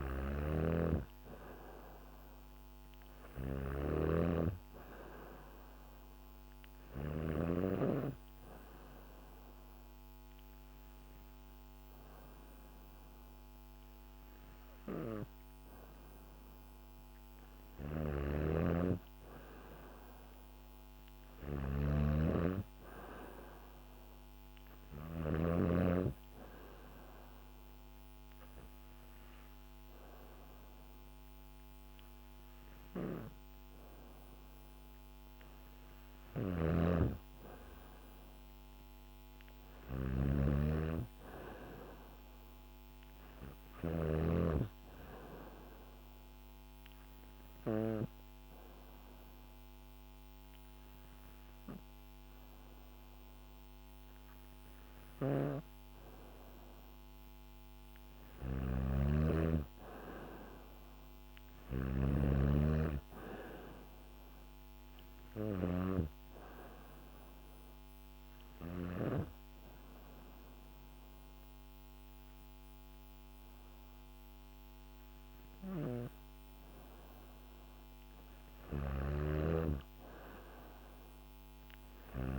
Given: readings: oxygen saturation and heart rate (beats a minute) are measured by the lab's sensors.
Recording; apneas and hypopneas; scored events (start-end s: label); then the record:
breathing in sleep by a microphone on the trachea; 4
0.00-7.00 s: snoring (device-marked)
7.00-18.00 s: hypopnea (oxygen 94% before, 92% lowest, heart rate 72 before, 68 extreme, up 3 after)
17.00-25.00 s: snoring (device-marked)
19.50-22.00 s: arousal
19.50-82.39 s: new sleep stage, N2 (light sleep)
26.00-36.00 s: hypopnea (oxygen 94% before, 92% lowest, heart rate 72 before, 68 extreme, up 1 after)
35.50-43.50 s: snoring (device-marked)
38.50-41.50 s: arousal
46.00-56.50 s: obstructive apnea (oxygen 94% before, 92% lowest, heart rate 72 before, 68 extreme, up 2 after)
54.50-68.50 s: snoring (device-marked)
58.00-61.00 s: arousal
64.00-76.50 s: hypopnea (oxygen 95% before, 92% lowest, heart rate 71 before, 68 extreme, up 1 after)
78.00-82.00 s: snoring (device-marked)
78.50-82.39 s: arousal
From the record:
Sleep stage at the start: N3 (deep sleep); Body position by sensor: on the back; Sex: female